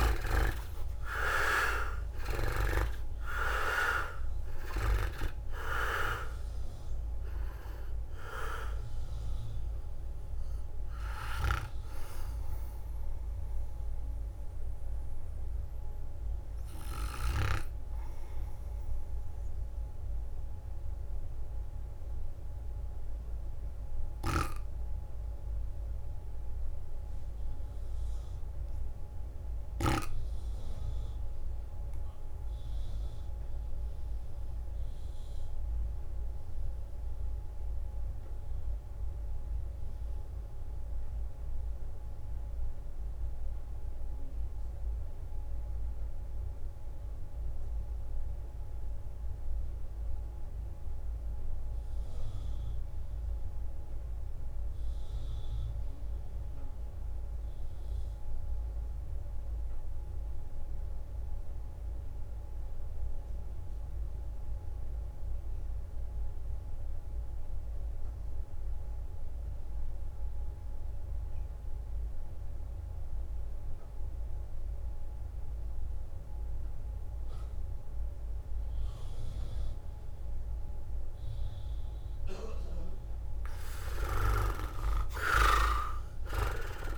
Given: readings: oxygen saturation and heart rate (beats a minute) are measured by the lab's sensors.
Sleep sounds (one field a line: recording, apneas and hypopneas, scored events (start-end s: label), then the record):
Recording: breathing in sleep by a room microphone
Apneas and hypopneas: 1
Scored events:
0.00-1.50 s: arousal
0.00-1.50 s: long interval between heartbeats (device-marked, heart rate 89 extreme)
0.00-3.00 s: leg movement (device-marked)
0.00-3.50 s: tachycardia (device-marked, heart rate 115 extreme)
0.00-13.50 s: drop in pulse transit time (device-marked, heart rate 64 extreme)
0.00-30.50 s: oxygen desaturation (device-marked, oxygen 76% lowest, heart rate 48 extreme)
1.50-3.50 s: long interval between heartbeats (device-marked, heart rate 62 before, 109 extreme)
19.00-81.00 s: obstructive apnea (oxygen 87% before, 73% lowest, heart rate 83 before, 48 extreme, up 20 after)
54.50-86.98 s: oxygen desaturation (device-marked, oxygen 100% before, 73% lowest, heart rate 51 before, 53 extreme)
55.50-62.50 s: drop in pulse transit time (device-marked, heart rate 51 before, 53 extreme)
83.50-86.98 s: arousal
From the record:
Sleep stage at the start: REM sleep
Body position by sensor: on the right side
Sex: male